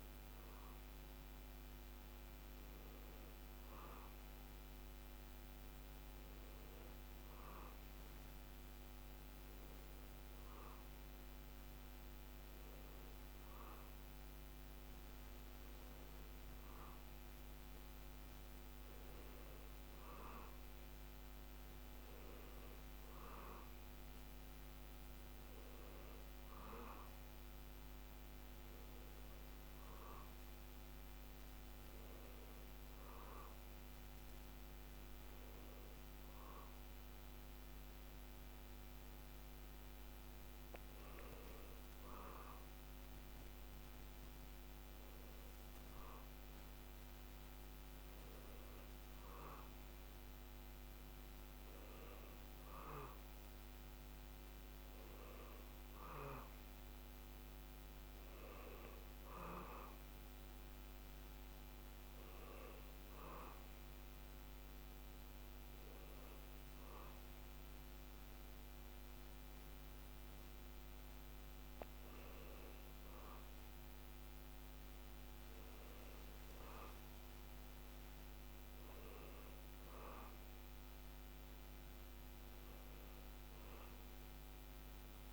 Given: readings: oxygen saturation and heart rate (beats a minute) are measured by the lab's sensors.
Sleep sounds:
breathing in sleep, hard to hear, by a microphone on the trachea; none
none scored
From the record:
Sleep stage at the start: N2 (light sleep); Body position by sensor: on the back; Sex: male

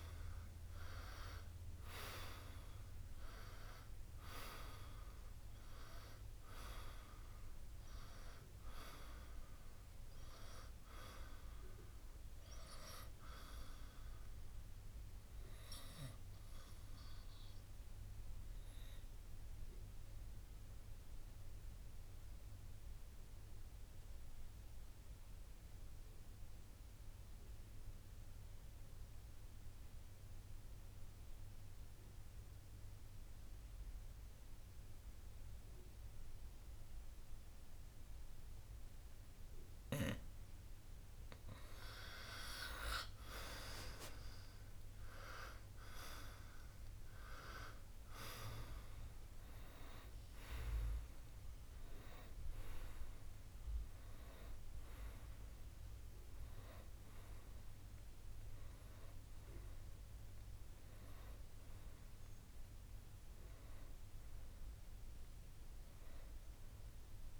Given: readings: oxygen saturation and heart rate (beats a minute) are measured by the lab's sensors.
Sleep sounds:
breathing in sleep by a room microphone; 1
15.50-40.50 s: obstructive apnea (oxygen 96% before, 91% lowest, heart rate 67 before, 55 extreme, up 3 after)
19.00-35.00 s: oxygen desaturation (device-marked, oxygen 94% before, 91% lowest, heart rate 66 before, 55 extreme)
43.50-48.00 s: arousal
51.00-58.00 s: oxygen desaturation (device-marked, oxygen 97% before, 93% lowest, heart rate 60 before, 60 extreme)
From the record:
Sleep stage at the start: N2 (light sleep); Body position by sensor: on the right side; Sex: male

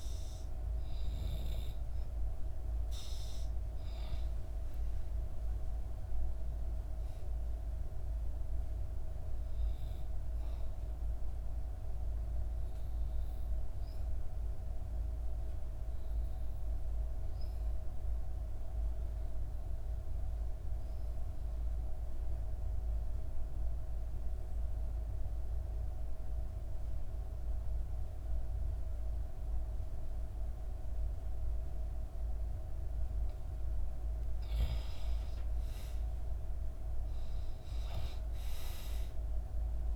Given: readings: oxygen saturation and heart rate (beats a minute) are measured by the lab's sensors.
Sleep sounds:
breathing in sleep, hard to hear, by a room microphone; 1
4.50-9.00 s: arousal
12.00-32.50 s: obstructive apnea (oxygen 95% before, 89% lowest, heart rate 68 before, 63 extreme, up 6 after)
34.00-39.96 s: oxygen desaturation (device-marked, oxygen 96% before, 89% lowest, heart rate 64 before, 64 extreme)
34.50-37.50 s: arousal
From the record:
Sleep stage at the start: N2 (light sleep); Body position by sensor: on the back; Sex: female

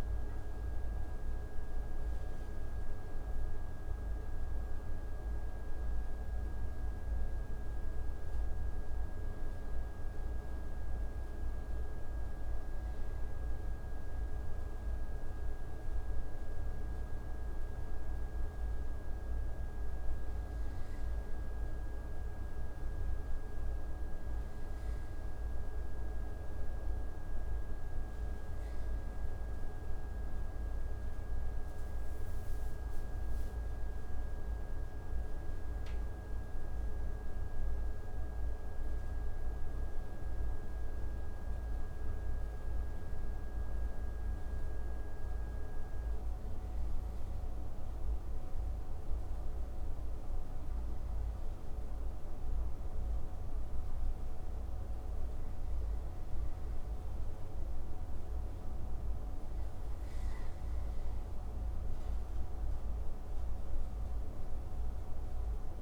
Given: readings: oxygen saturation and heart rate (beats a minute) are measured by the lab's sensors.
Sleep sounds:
breathing in sleep, hard to hear, by a room microphone; 2
19.50-29.50 s: hypopnea (oxygen 96% before, 92% lowest)
30.00-35.00 s: arousal
43.00-56.00 s: hypopnea (oxygen 96% before, 91% lowest)
59.50-63.50 s: arousal
From the record:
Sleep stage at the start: N2 (light sleep); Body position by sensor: on the right side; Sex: male

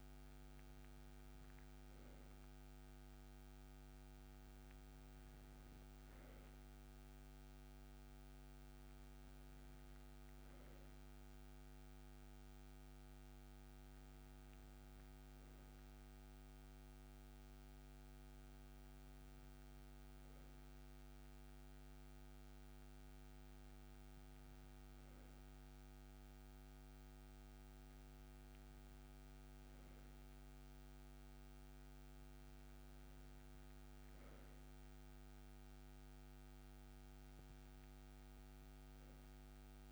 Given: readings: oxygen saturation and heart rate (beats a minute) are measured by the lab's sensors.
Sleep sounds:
breathing in sleep, hard to hear, by a microphone on the trachea; none
16.50-39.92 s: new sleep stage, N3 (deep sleep)
From the record:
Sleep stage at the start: N2 (light sleep); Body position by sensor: on the right side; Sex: male

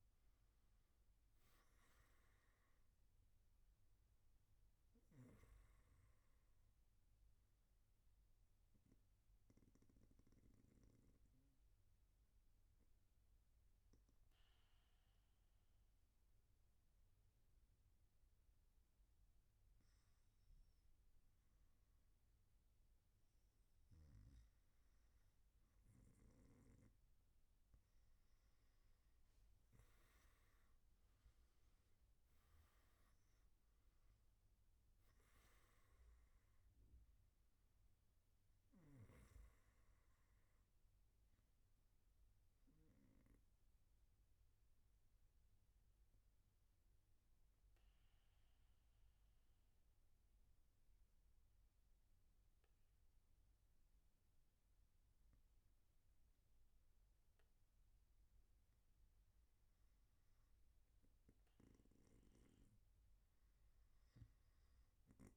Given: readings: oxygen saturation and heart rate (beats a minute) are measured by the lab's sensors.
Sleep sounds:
breathing in sleep, hard to hear, by a room microphone; 2
8.50-25.00 s: obstructive apnea (oxygen 97% before, 94% lowest, heart rate 125 before, 107 extreme, up 7 after)
44.50-60.50 s: obstructive apnea (oxygen 97% before, 93% lowest, heart rate 121 before, 76 extreme, up 0 after)
From the record:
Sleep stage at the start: N3 (deep sleep); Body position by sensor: on the back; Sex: male

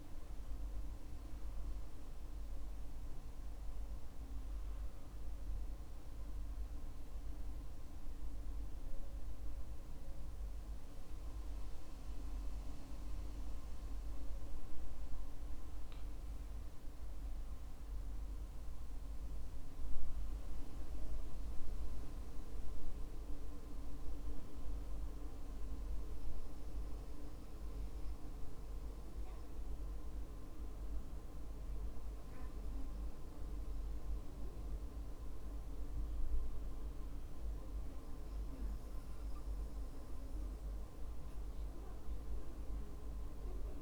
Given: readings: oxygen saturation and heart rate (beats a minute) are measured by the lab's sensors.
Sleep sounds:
breathing in sleep, hard to hear, by a room microphone; 1
6.00-16.00 s: central apnea (oxygen 95% before, 94% lowest, heart rate 59 before, 55 extreme, up 3 after)
17.50-21.00 s: arousal
From the record:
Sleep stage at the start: N2 (light sleep); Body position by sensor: on the back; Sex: male

